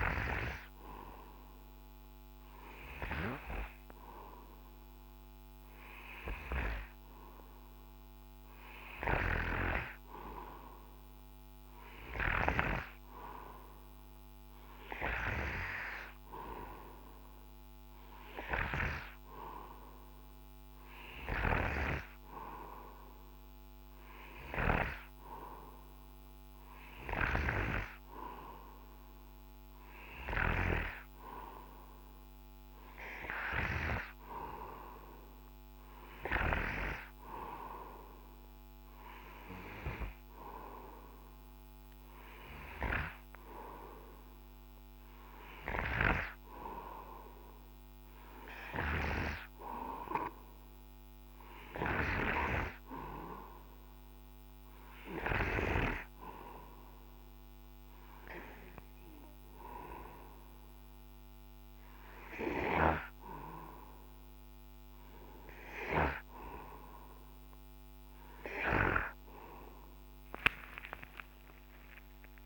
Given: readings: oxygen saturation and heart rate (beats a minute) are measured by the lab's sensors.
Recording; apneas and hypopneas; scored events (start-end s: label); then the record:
breathing in sleep by a microphone on the trachea; none
71.00-72.46 s: arousal
From the record:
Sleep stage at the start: N2 (light sleep); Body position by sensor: on the right side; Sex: male